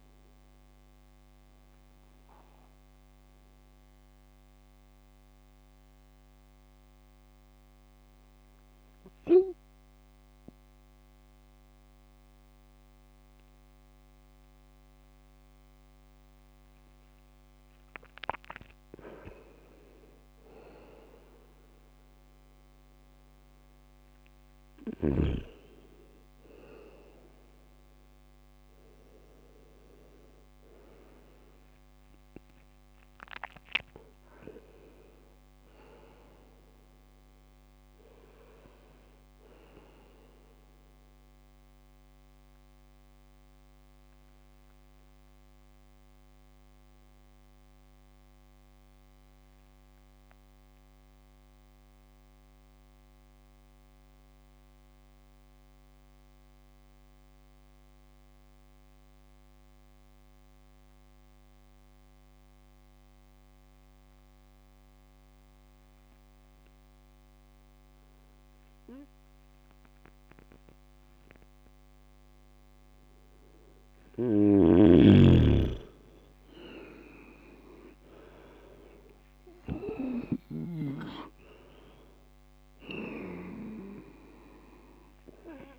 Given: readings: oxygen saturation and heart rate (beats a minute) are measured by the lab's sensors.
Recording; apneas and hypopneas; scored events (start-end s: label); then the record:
breathing in sleep by a microphone on the trachea; 2
1.50-16.00 s: obstructive apnea (oxygen 98% before, 97% lowest)
17.00-20.50 s: arousal
41.50-72.00 s: obstructive apnea (oxygen 100% before, 96% lowest, heart rate 58 before, 26 extreme, up 18 after)
74.00-80.50 s: snoring (device-marked)
75.00-78.50 s: arousal
From the record:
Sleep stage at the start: N2 (light sleep); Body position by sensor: on the right side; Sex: male